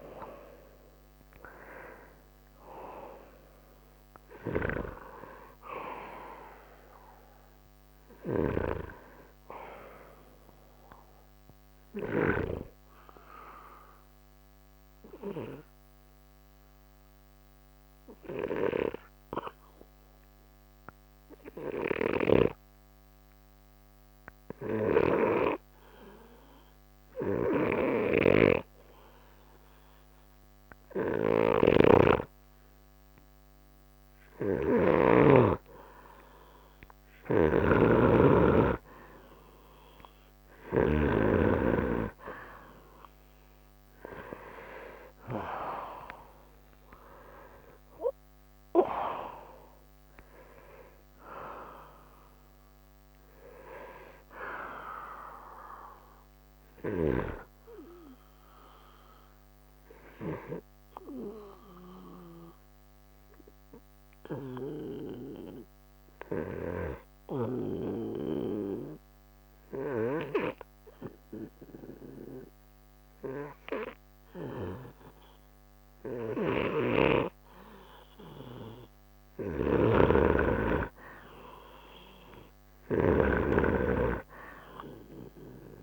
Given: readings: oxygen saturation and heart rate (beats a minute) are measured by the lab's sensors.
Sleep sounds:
breathing in sleep by a microphone on the trachea; 2
0.00-3.00 s: arousal
0.00-20.00 s: oxygen desaturation (device-marked, oxygen 88% lowest, heart rate 49 extreme)
4.50-12.50 s: snoring (device-marked)
15.50-33.50 s: obstructive apnea (oxygen 97% before, 88% lowest, heart rate 99 before, 49 extreme, up 55 after)
25.00-41.50 s: snoring (device-marked)
34.00-68.00 s: oxygen desaturation (device-marked, oxygen 97% before, 88% lowest, heart rate 90 before, 59 extreme)
42.50-48.50 s: arousal
63.50-78.50 s: obstructive apnea (oxygen 94% before, 89% lowest, heart rate 109 before, 59 extreme, up 40 after)
76.50-85.83 s: snoring (device-marked)
80.50-84.00 s: arousal
81.00-85.83 s: oxygen desaturation (device-marked, oxygen 97% before, 89% lowest, heart rate 78 before, 55 extreme)
From the record:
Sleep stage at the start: N2 (light sleep); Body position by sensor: on the right side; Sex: male

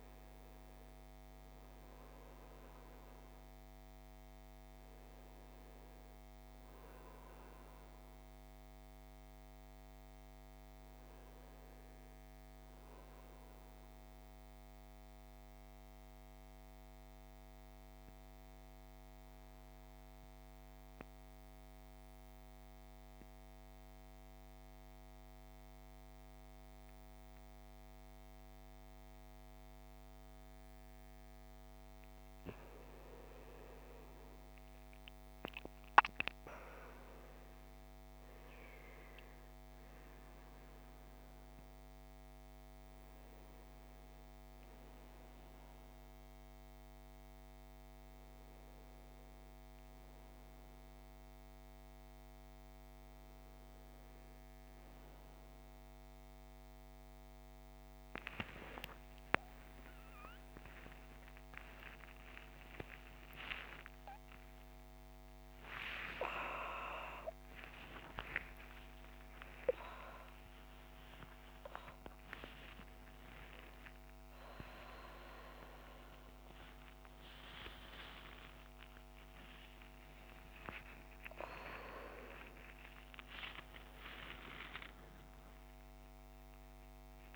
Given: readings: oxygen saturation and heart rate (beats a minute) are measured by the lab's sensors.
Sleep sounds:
a person partly awake in a sleep study, by a microphone on the trachea; 1
11.50-18.50 s: oxygen desaturation (device-marked, oxygen 96% before, 92% lowest, heart rate 61 before, 53 extreme)
12.50-31.50 s: mixed apnea (oxygen 98% before, 84% lowest, heart rate 61 before, 53 extreme, up 17 after)
32.50-36.00 s: arousal
32.50-62.50 s: new sleep stage, N1 (lightest sleep)
35.50-60.50 s: oxygen desaturation (device-marked, oxygen 96% before, 84% lowest, heart rate 55 before, 59 extreme)
62.50-87.36 s: new sleep stage, awake
From the record:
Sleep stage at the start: N2 (light sleep); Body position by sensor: on the right side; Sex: male

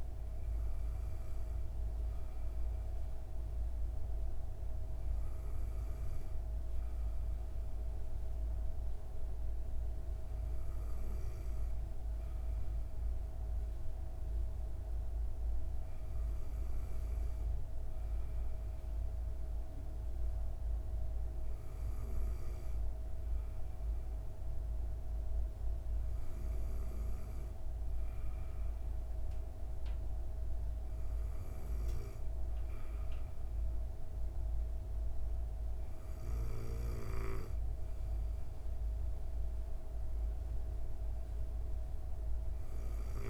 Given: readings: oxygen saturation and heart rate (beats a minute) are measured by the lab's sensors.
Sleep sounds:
breathing in sleep, hard to hear, by a room microphone; none
none scored
From the record:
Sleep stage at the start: N2 (light sleep); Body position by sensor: on the back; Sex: female

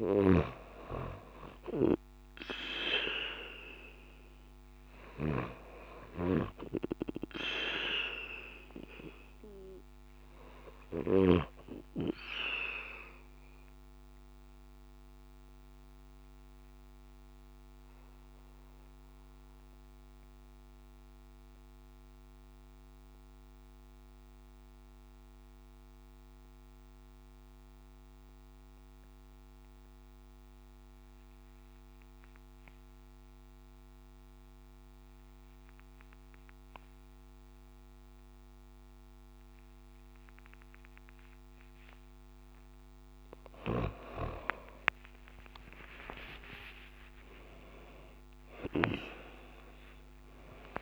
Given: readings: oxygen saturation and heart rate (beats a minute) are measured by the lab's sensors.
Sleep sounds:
breathing in sleep by a microphone on the trachea; 1
0.00-1.00 s: arousal
0.50-27.50 s: oxygen desaturation (device-marked, oxygen 97% before, 92% lowest)
13.00-42.50 s: obstructive apnea (oxygen 97% before, 91% lowest)
44.50-50.82 s: arousal
45.00-47.00 s: long interval between heartbeats (device-marked)
47.50-49.50 s: long interval between heartbeats (device-marked)
From the record:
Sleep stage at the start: N2 (light sleep); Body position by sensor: on the back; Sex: female

